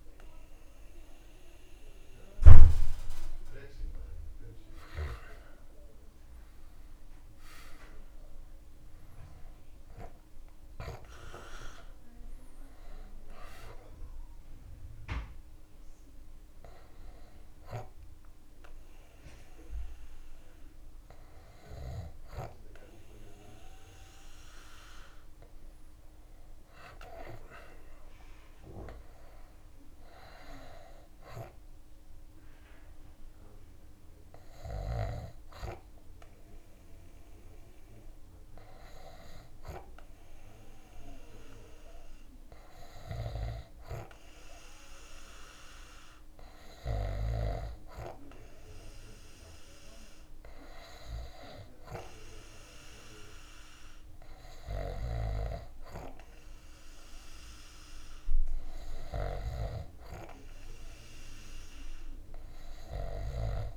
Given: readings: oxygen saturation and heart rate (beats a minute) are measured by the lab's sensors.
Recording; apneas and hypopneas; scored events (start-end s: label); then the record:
breathing in sleep by a room microphone; none
26.00-30.00 s: arousal
From the record:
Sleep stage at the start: N2 (light sleep); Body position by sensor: on the back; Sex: male